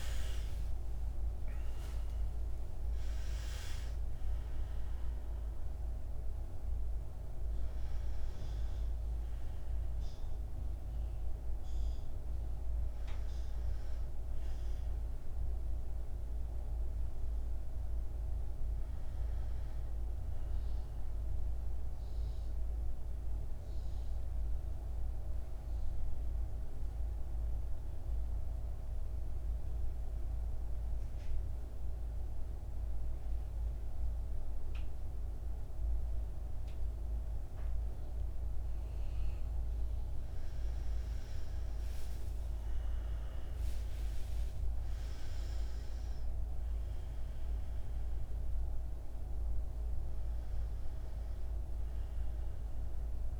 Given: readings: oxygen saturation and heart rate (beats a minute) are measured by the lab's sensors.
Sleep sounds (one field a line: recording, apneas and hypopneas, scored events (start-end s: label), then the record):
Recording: breathing in sleep, hard to hear, by a room microphone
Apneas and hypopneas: 1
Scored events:
0.00-7.00 s: oxygen desaturation (device-marked, oxygen 80% lowest, heart rate 57 extreme)
9.00-25.00 s: oxygen desaturation (device-marked, oxygen 85% before, 72% lowest, heart rate 87 before, 57 extreme)
21.00-39.00 s: central apnea (oxygen 85% before, 72% lowest, heart rate 84 before, 57 extreme, up 14 after)
42.00-53.40 s: oxygen desaturation (device-marked, oxygen 99% before, 87% lowest, heart rate 61 before, 57 extreme)
43.00-47.00 s: arousal
43.00-53.40 s: new sleep stage, N1 (lightest sleep)
From the record:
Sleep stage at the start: N2 (light sleep)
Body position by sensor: on the back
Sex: male